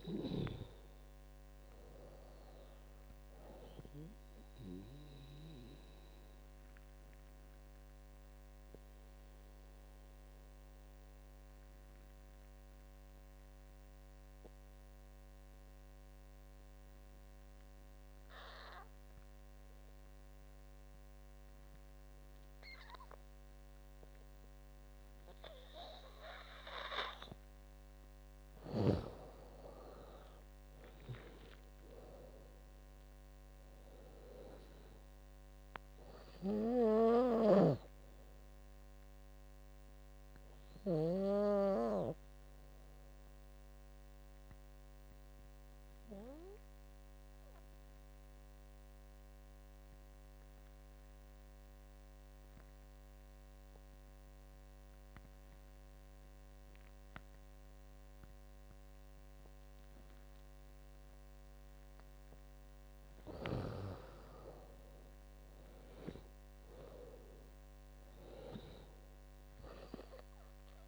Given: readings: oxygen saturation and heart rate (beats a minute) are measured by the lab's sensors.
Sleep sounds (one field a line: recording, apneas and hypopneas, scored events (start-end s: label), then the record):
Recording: breathing in sleep by a microphone on the trachea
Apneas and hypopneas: 2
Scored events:
0.00-9.50 s: drop in pulse transit time (device-marked, heart rate 74 extreme)
0.00-20.50 s: oxygen desaturation (device-marked, oxygen 92% lowest, heart rate 67 extreme)
4.50-26.50 s: obstructive apnea (oxygen 99% before, 88% lowest, heart rate 79 before, 67 extreme, up 14 after)
28.50-32.00 s: arousal
29.50-41.50 s: drop in pulse transit time (device-marked, heart rate 73 before, 80 extreme)
29.50-52.50 s: oxygen desaturation (device-marked, oxygen 99% before, 91% lowest, heart rate 73 before, 70 extreme)
37.00-41.00 s: snoring (device-marked)
40.00-61.50 s: obstructive apnea (oxygen 99% before, 88% lowest, heart rate 82 before, 70 extreme, up 13 after)
61.50-70.88 s: oxygen desaturation (device-marked, oxygen 99% before, 88% lowest, heart rate 74 before, 69 extreme)
63.50-67.00 s: arousal
64.50-70.88 s: drop in pulse transit time (device-marked, heart rate 74 before, 78 extreme)
From the record:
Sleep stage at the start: N2 (light sleep)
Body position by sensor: on the back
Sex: female